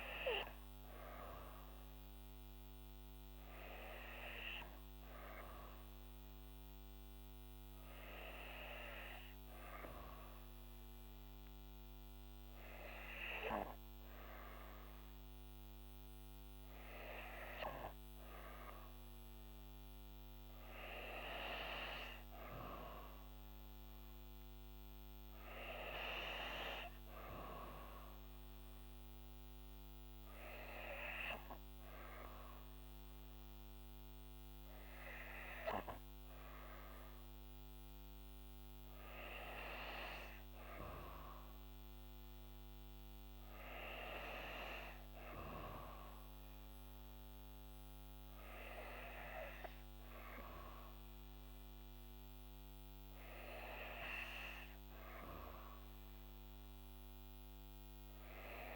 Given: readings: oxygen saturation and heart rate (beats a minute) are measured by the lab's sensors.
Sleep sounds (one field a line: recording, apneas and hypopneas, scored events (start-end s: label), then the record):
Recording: breathing in sleep by a microphone on the trachea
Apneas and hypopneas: none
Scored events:
0.00-15.00 s: oxygen desaturation (device-marked, oxygen 93% lowest, heart rate 63 extreme)
From the record:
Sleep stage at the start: N2 (light sleep)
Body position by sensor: on the back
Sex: female